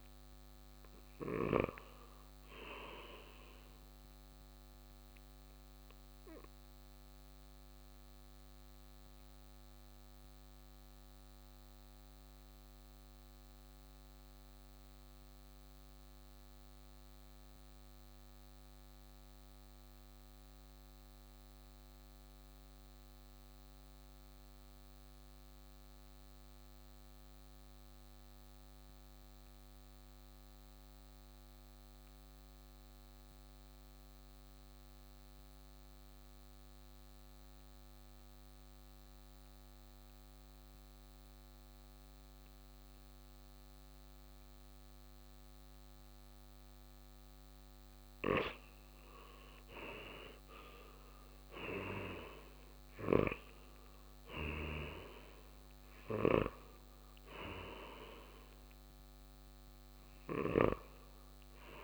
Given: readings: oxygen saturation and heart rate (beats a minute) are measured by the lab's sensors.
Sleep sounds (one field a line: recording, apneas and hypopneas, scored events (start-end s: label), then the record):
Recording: breathing in sleep by a microphone on the trachea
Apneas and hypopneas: 1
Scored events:
0.00-2.00 s: snoring (device-marked)
0.00-19.00 s: oxygen desaturation (device-marked, oxygen 89% lowest, heart rate 57 extreme)
6.50-49.00 s: obstructive apnea (oxygen 99% before, 84% lowest, heart rate 61 before, 52 extreme, up 8 after)
34.00-61.84 s: oxygen desaturation (device-marked, oxygen 98% before, 84% lowest, heart rate 58 before, 52 extreme)
50.50-54.50 s: arousal
53.00-61.00 s: snoring (device-marked)
From the record:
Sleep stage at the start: N2 (light sleep)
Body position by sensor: on the right side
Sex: male